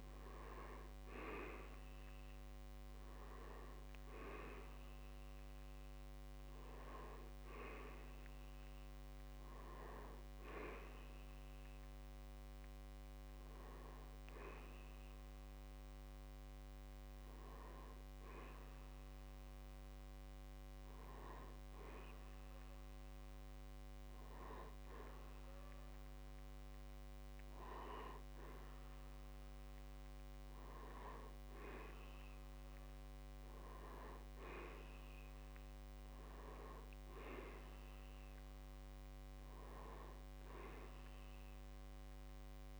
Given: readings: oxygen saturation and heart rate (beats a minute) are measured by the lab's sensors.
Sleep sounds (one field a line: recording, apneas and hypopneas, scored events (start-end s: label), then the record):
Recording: breathing in sleep by a microphone on the trachea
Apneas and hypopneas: none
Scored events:
none scored
From the record:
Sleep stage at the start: N1 (lightest sleep)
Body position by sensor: on the back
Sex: male